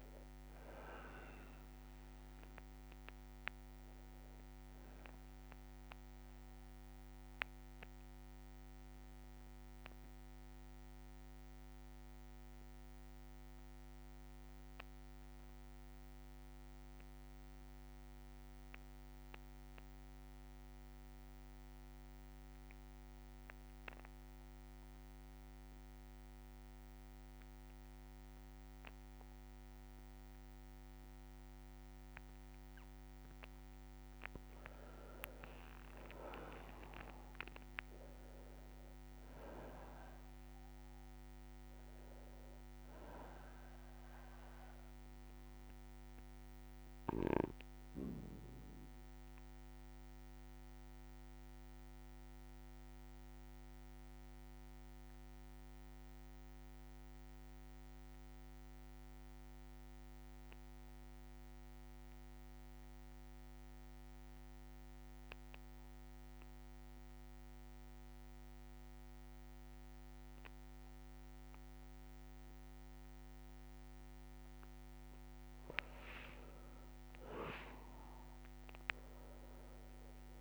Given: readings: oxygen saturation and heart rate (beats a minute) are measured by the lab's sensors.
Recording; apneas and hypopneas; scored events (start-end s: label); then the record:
breathing in sleep by a microphone on the trachea; 2
0.00-14.50 s: oxygen desaturation (device-marked, oxygen 92% lowest, heart rate 59 extreme)
1.50-3.50 s: long interval between heartbeats (device-marked, heart rate 82 before, 111 extreme)
7.00-32.00 s: obstructive apnea (oxygen 99% before, 93% lowest, heart rate 92 before, 59 extreme, up 5 after)
11.50-14.50 s: bradycardia (device-marked, heart rate 67 before, 60 extreme)
33.50-57.50 s: oxygen desaturation (device-marked, oxygen 99% before, 94% lowest, heart rate 61 before, 59 extreme)
35.00-40.00 s: arousal
46.50-74.50 s: obstructive apnea (oxygen 99% before, 92% lowest, heart rate 64 before, 58 extreme, up 5 after)
53.50-57.50 s: bradycardia (device-marked, heart rate 67 before, 59 extreme)
74.50-80.41 s: oxygen desaturation (device-marked, oxygen 99% before, 93% lowest, heart rate 60 before, 58 extreme)
76.00-80.41 s: arousal
From the record:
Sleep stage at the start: N2 (light sleep); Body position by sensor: on the back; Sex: male